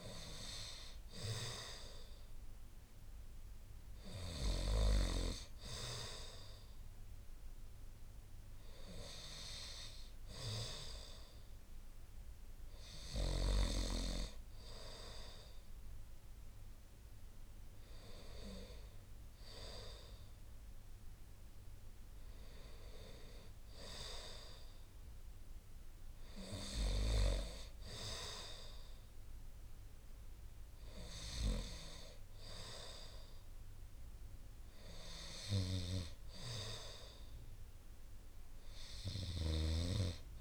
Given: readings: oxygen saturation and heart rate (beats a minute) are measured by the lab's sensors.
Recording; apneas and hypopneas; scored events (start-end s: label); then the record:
breathing in sleep by a room microphone; none
none scored
From the record:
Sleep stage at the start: N2 (light sleep); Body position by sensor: on the right side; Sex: male